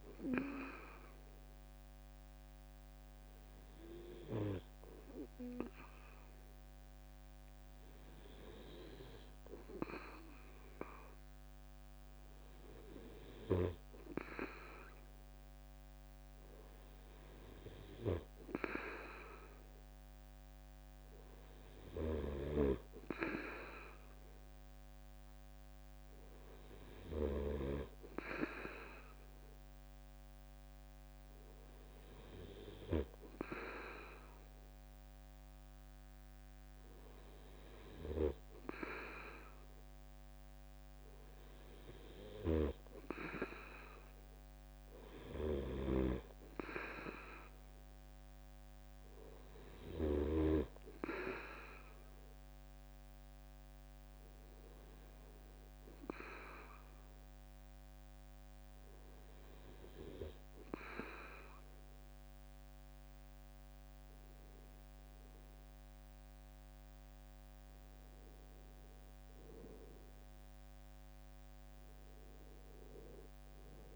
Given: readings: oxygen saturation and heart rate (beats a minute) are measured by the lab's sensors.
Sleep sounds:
breathing in sleep by a microphone on the trachea; 1
22.00-33.00 s: snoring (device-marked)
42.00-50.50 s: snoring (device-marked)
56.00-68.00 s: hypopnea (oxygen 94% before, 93% lowest, heart rate 74 before, 71 extreme, up 2 after)
70.50-73.50 s: arousal
From the record:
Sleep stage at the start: N2 (light sleep); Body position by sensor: on the back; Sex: male

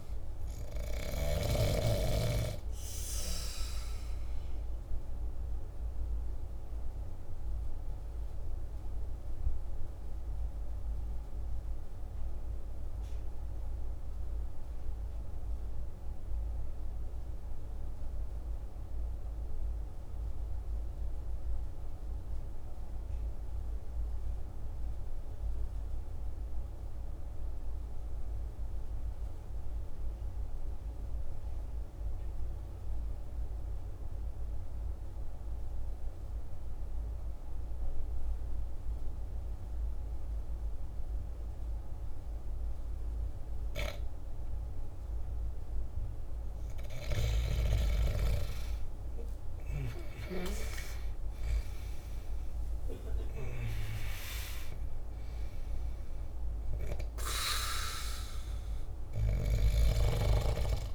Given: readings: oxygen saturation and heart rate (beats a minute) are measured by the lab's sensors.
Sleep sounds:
breathing in sleep by a room microphone; 1
0.00-16.50 s: oxygen desaturation (device-marked, oxygen 73% lowest, heart rate 47 extreme)
4.00-46.00 s: obstructive apnea (oxygen 94% before, 73% lowest, heart rate 58 before, 47 extreme, up 18 after)
36.50-60.95 s: oxygen desaturation (device-marked, oxygen 97% before, 81% lowest, heart rate 47 before, 48 extreme)
47.50-51.50 s: arousal
59.00-60.95 s: snoring (device-marked)
From the record:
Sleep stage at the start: N2 (light sleep); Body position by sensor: on the back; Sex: male

